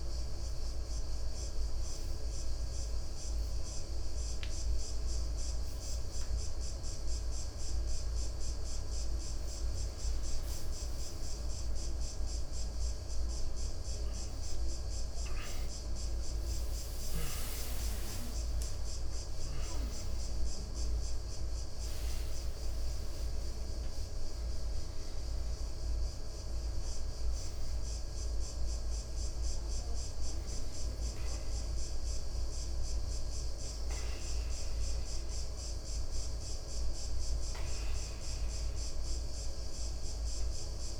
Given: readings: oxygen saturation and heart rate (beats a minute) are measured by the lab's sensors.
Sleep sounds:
a person awake in a sleep study, hard to hear, by a room microphone; none
3.00-6.00 s: tachycardia (device-marked, heart rate 68 before, 85 extreme)
13.00-29.00 s: oxygen desaturation (device-marked, oxygen 100% before, 93% lowest, heart rate 109 before, 58 extreme)
33.00-41.00 s: new sleep stage, N1 (lightest sleep)
From the record:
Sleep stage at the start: awake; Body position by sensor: on the back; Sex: male

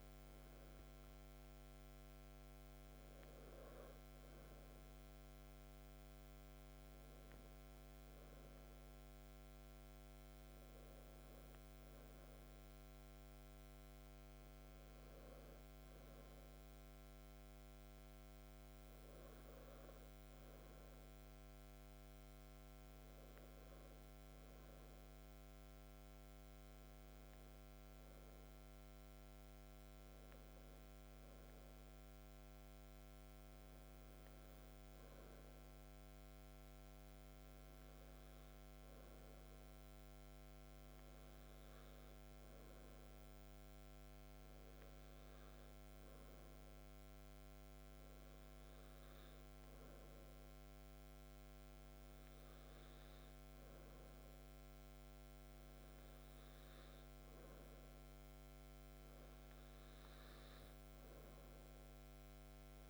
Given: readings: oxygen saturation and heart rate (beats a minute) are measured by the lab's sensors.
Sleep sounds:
breathing in sleep, hard to hear, by a microphone on the trachea; none
none scored
From the record:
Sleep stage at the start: N2 (light sleep); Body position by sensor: on the back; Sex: male

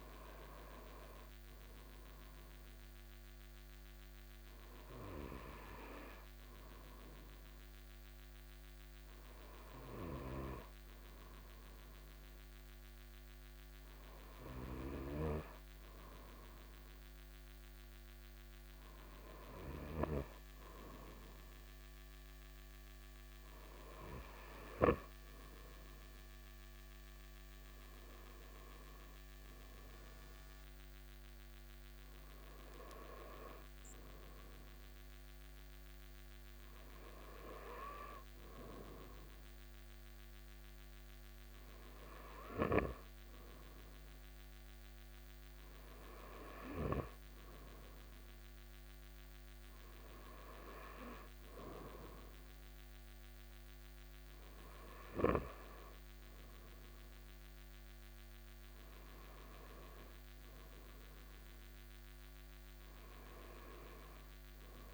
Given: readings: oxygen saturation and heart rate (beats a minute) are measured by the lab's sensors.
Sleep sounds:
breathing in sleep by a microphone on the trachea; none
none scored
From the record:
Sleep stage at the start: N2 (light sleep); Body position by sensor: on the right side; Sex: male

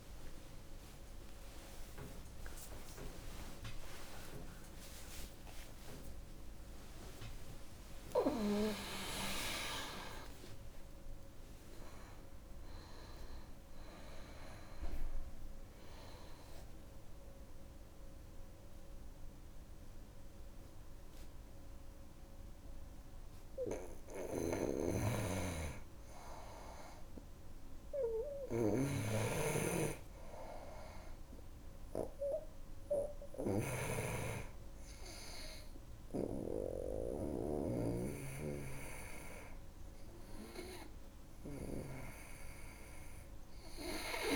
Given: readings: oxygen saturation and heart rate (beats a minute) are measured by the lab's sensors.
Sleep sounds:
a person awake in a sleep study, by a room microphone; none
1.00-31.00 s: new sleep stage, awake
23.50-37.00 s: snoring (device-marked)
31.00-44.36 s: new sleep stage, N2 (light sleep)
From the record:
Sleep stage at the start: N2 (light sleep); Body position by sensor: on the front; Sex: female

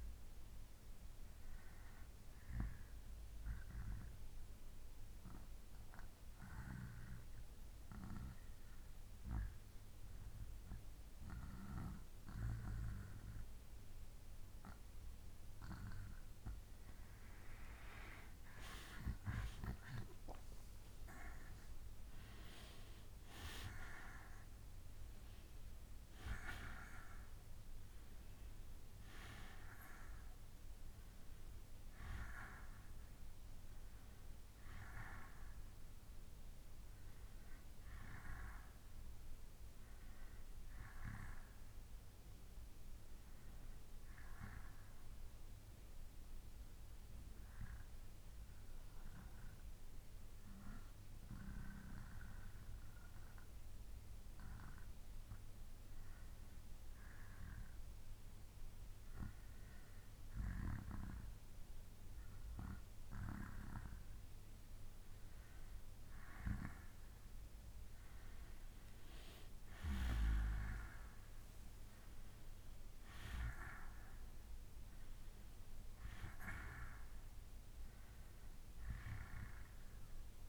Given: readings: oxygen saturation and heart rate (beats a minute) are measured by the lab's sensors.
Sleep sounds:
breathing in sleep by a room microphone; 2
1.50-15.00 s: obstructive apnea (oxygen 94% before, 89% lowest, heart rate 68 before, 65 extreme, up 6 after)
16.50-20.00 s: arousal
17.00-39.00 s: oxygen desaturation (device-marked, oxygen 94% before, 89% lowest, heart rate 68 before, 64 extreme)
44.00-55.00 s: obstructive apnea (oxygen 95% before, 90% lowest, heart rate 69 before, 66 extreme, up 2 after)
56.00-59.50 s: arousal
63.00-80.49 s: oxygen desaturation (device-marked, oxygen 95% before, 91% lowest, heart rate 67 before, 61 extreme)
From the record:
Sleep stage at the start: N2 (light sleep); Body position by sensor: on the back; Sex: male

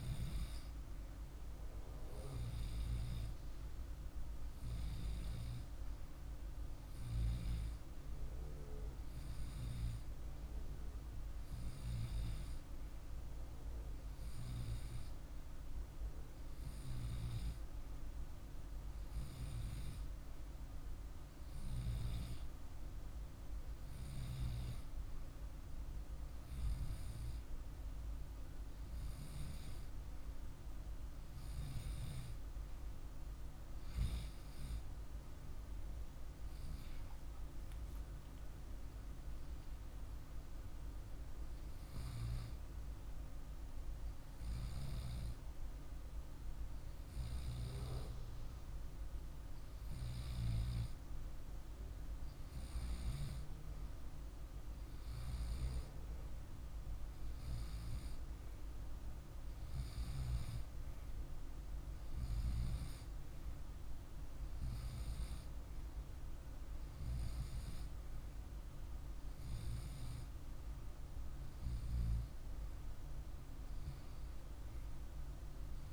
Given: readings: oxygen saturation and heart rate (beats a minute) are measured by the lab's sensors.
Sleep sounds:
breathing in sleep, hard to hear, by a room microphone; none
36.50-75.93 s: new sleep stage, N2 (light sleep)
37.00-41.50 s: arousal
From the record:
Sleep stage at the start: REM sleep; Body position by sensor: on the left side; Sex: male

